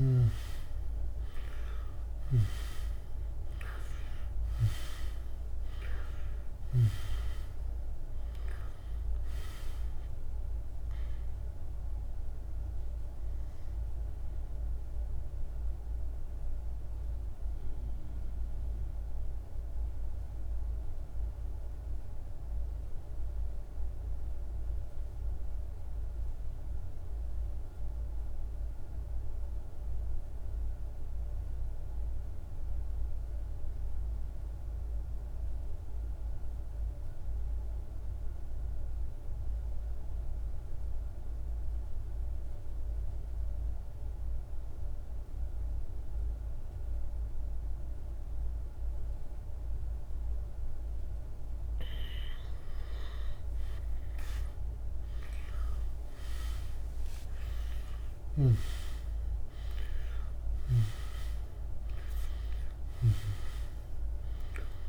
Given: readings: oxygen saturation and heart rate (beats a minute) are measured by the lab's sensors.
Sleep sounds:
breathing in sleep by a room microphone; 1
0.00-1.00 s: arousal
0.00-23.50 s: oxygen desaturation (device-marked, oxygen 85% lowest, heart rate 47 extreme)
9.50-51.50 s: mixed apnea (oxygen 98% before, 84% lowest, heart rate 57 before, 48 extreme, up 6 after)
41.50-64.89 s: oxygen desaturation (device-marked, oxygen 99% before, 84% lowest, heart rate 51 before, 46 extreme)
53.00-56.50 s: arousal
59.50-64.50 s: snoring (device-marked)
From the record:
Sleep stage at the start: N2 (light sleep); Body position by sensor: on the back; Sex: male

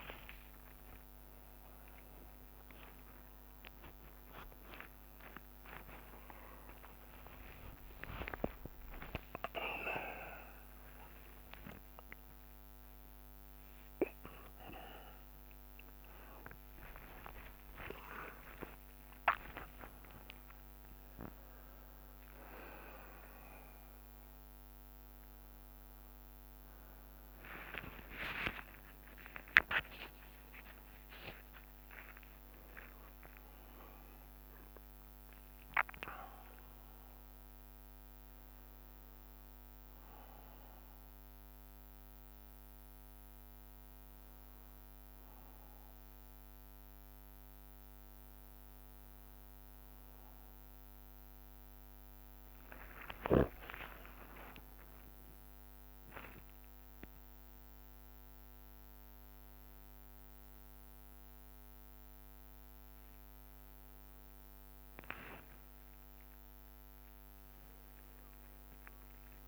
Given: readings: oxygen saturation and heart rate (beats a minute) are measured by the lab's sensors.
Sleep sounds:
a person awake in a sleep study, by a microphone on the trachea; none
0.00-1.50 s: long interval between heartbeats (device-marked, heart rate 107 extreme)
0.00-7.50 s: drop in pulse transit time (device-marked, heart rate 27 extreme)
2.50-4.50 s: long interval between heartbeats (device-marked, heart rate 73 before, 98 extreme)
3.50-5.50 s: bradycardia (device-marked, heart rate 61 before, 98 extreme)
3.50-69.48 s: new sleep stage, awake
7.50-9.50 s: long interval between heartbeats (device-marked, heart rate 79 before, 34 extreme)
9.50-10.50 s: drop in pulse transit time (device-marked, heart rate 78 before, 72 extreme)
12.50-69.48 s: bradycardia (device-marked)
17.50-19.50 s: long interval between heartbeats (device-marked, heart rate 78 before, 43 extreme)
25.50-31.50 s: drop in pulse transit time (device-marked)
30.00-32.00 s: long interval between heartbeats (device-marked)
38.50-40.50 s: long interval between heartbeats (device-marked)
53.50-66.50 s: drop in pulse transit time (device-marked)
54.00-56.00 s: long interval between heartbeats (device-marked)
58.50-60.50 s: long interval between heartbeats (device-marked)
61.00-63.00 s: long interval between heartbeats (device-marked)
66.50-68.50 s: long interval between heartbeats (device-marked)
From the record:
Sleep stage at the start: N1 (lightest sleep); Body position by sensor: on the back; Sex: male

